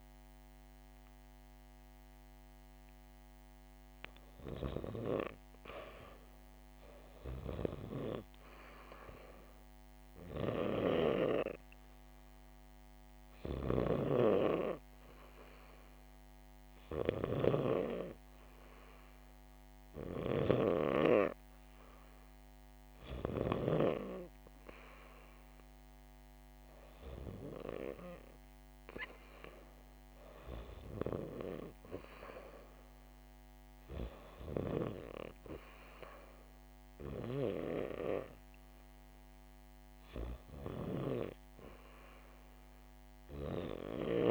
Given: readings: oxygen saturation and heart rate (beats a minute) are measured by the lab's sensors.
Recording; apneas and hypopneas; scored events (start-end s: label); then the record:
breathing in sleep by a microphone on the trachea; 1
0.00-3.00 s: oxygen desaturation (device-marked, oxygen 84% lowest, heart rate 71 extreme)
10.50-21.50 s: hypopnea (oxygen 92% before, 86% lowest, heart rate 72 before, 74 extreme, up 3 after)
14.00-21.00 s: oxygen desaturation (device-marked, oxygen 91% before, 86% lowest, heart rate 73 before, 74 extreme)
23.00-27.00 s: arousal
From the record:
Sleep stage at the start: REM sleep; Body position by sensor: on the back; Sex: female